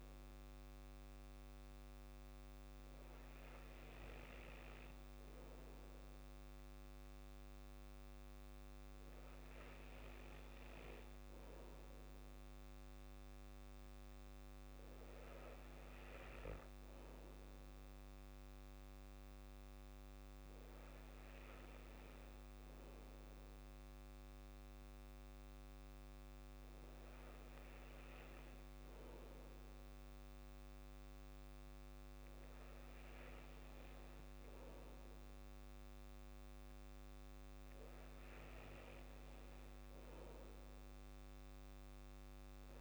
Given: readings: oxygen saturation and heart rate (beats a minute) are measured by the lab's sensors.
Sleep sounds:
breathing in sleep, hard to hear, by a microphone on the trachea; none
none scored
From the record:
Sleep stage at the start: N2 (light sleep); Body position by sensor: on the back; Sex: male

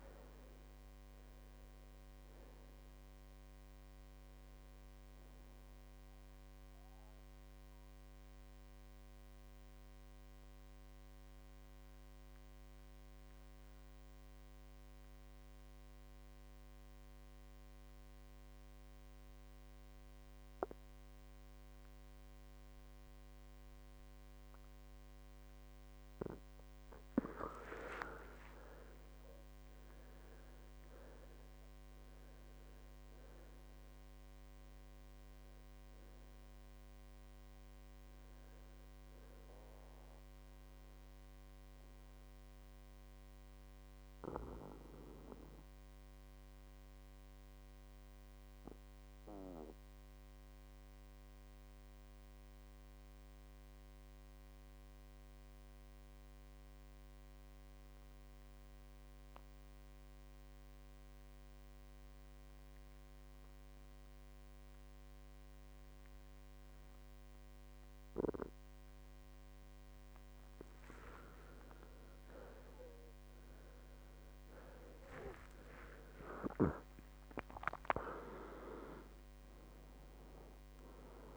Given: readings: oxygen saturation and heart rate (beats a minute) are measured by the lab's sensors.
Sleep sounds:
breathing in sleep by a microphone on the trachea; 2
0.00-17.50 s: oxygen desaturation (device-marked, oxygen 94% lowest, heart rate 59 extreme)
8.00-27.50 s: obstructive apnea (oxygen 97% before, 91% lowest, heart rate 68 before, 57 extreme, up 14 after)
30.00-34.50 s: arousal
36.50-51.50 s: oxygen desaturation (device-marked, oxygen 98% before, 93% lowest, heart rate 64 before, 57 extreme)
41.50-70.00 s: mixed apnea (oxygen 98% before, 91% lowest, heart rate 65 before, 58 extreme, up 19 after)
70.50-81.37 s: oxygen desaturation (device-marked, oxygen 98% before, 91% lowest, heart rate 59 before, 58 extreme)
72.00-76.00 s: arousal
From the record:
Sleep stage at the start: N2 (light sleep); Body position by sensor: on the back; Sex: male

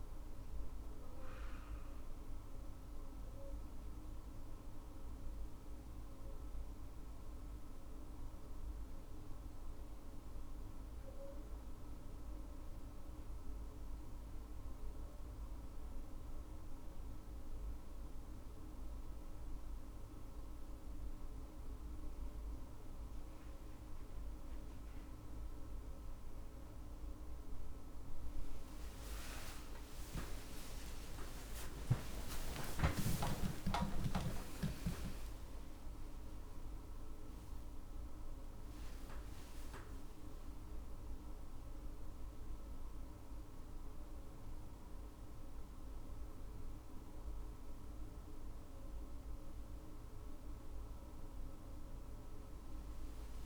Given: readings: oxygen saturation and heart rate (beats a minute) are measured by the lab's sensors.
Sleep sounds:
a person partly awake in a sleep study, by a room microphone; none
3.00-33.00 s: new sleep stage, N1 (lightest sleep)
33.00-53.46 s: new sleep stage, awake
35.00-44.00 s: oxygen desaturation (device-marked, oxygen 99% before, 96% lowest, heart rate 70 before, 72 extreme)
From the record:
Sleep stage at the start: N2 (light sleep); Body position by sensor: on the left side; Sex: female

